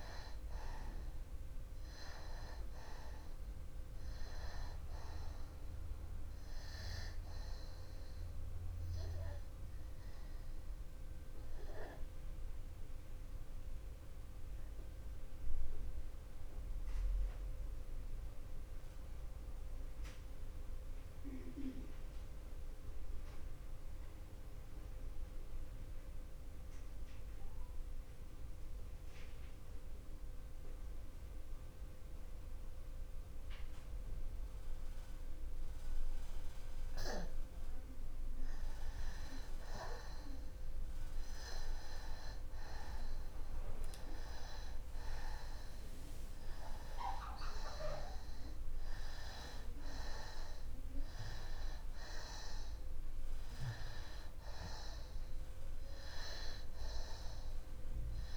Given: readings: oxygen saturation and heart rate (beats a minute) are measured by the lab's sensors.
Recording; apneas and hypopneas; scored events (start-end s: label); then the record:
breathing in sleep by a room microphone; 1
0.00-32.00 s: oxygen desaturation (device-marked, oxygen 85% lowest)
10.50-38.50 s: obstructive apnea (oxygen 96% before, 85% lowest)
40.50-44.00 s: arousal
46.00-58.37 s: oxygen desaturation (device-marked, oxygen 97% before, 86% lowest)
From the record:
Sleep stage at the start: N2 (light sleep); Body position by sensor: on the back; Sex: male